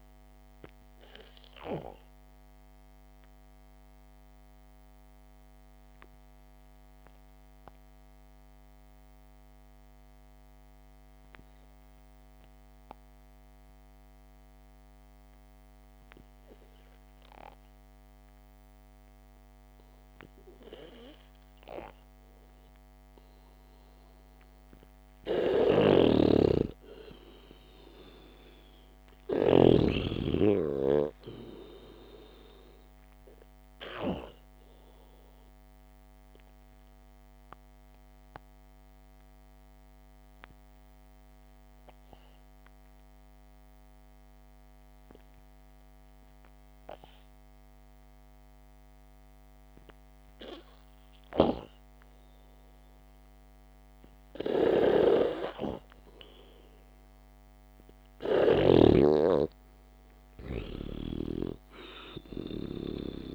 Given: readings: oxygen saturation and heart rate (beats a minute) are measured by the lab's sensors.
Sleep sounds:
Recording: breathing in sleep by a microphone on the trachea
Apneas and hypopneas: 2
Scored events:
0.00-18.50 s: oxygen desaturation (device-marked, oxygen 88% lowest, heart rate 55 extreme)
1.00-24.50 s: obstructive apnea (oxygen 98% before, 88% lowest, heart rate 60 before, 55 extreme)
26.00-30.50 s: snoring (device-marked)
27.00-29.00 s: arousal
35.00-52.50 s: obstructive apnea (oxygen 98% before, 91% lowest, heart rate 60 before, 49 extreme)
48.50-55.50 s: oxygen desaturation (device-marked, oxygen 94% before, 91% lowest, heart rate 62 before, 49 extreme)
55.00-59.50 s: snoring (device-marked)
59.50-63.00 s: arousal
61.50-63.35 s: snoring (device-marked)
From the record:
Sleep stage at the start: N2 (light sleep)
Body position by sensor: on the back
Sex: male

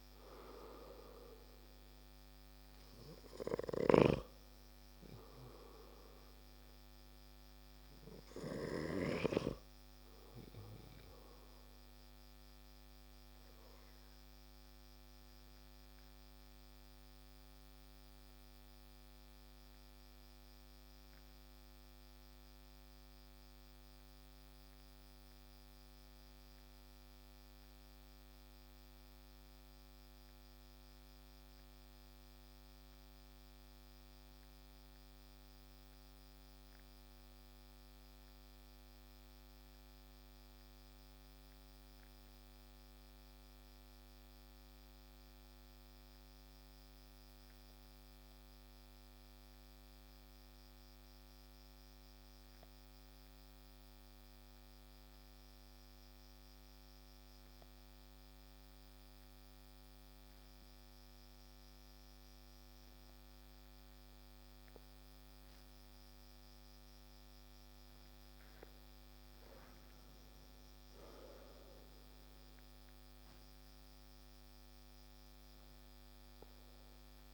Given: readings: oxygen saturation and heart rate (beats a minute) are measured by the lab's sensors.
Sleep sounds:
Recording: breathing in sleep by a microphone on the trachea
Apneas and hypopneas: 1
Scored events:
0.00-28.00 s: oxygen desaturation (device-marked, oxygen 89% lowest)
14.50-67.50 s: obstructive apnea (oxygen 95% before, 86% lowest)
69.50-73.50 s: arousal
From the record:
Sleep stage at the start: N2 (light sleep)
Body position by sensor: on the back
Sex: male

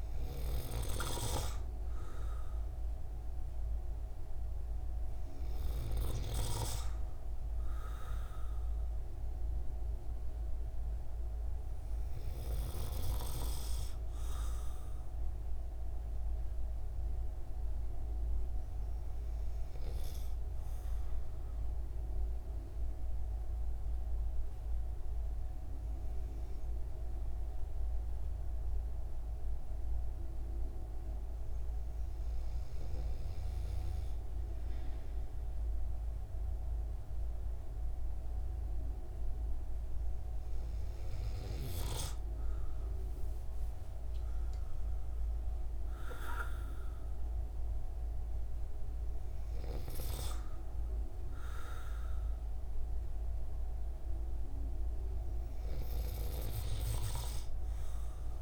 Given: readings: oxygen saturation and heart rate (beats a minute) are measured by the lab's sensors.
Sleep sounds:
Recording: breathing in sleep by a room microphone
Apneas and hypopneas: 1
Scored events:
22.50-42.00 s: hypopnea (oxygen 96% before, 93% lowest)
44.00-48.50 s: arousal
From the record:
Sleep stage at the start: N2 (light sleep)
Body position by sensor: on the right side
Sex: male

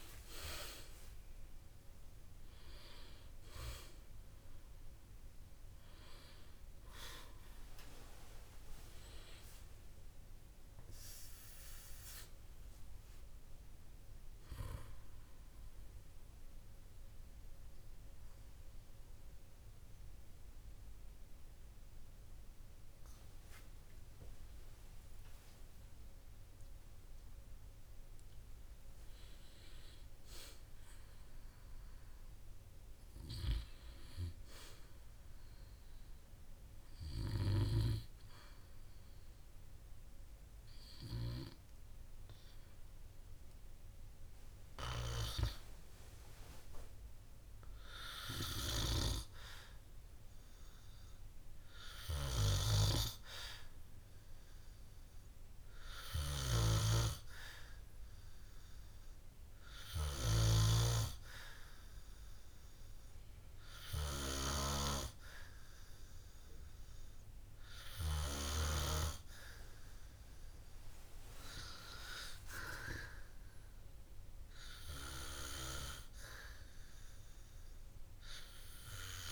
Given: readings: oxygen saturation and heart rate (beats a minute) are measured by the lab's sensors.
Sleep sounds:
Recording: breathing in sleep by a room microphone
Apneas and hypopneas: 1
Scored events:
46.50-50.00 s: arousal
54.50-68.50 s: obstructive apnea (oxygen 99% before, 94% lowest, heart rate 62 before, 56 extreme, up 6 after)
57.00-61.50 s: snoring (device-marked)
72.00-75.50 s: arousal
From the record:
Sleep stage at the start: N2 (light sleep)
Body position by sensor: on the back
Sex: male

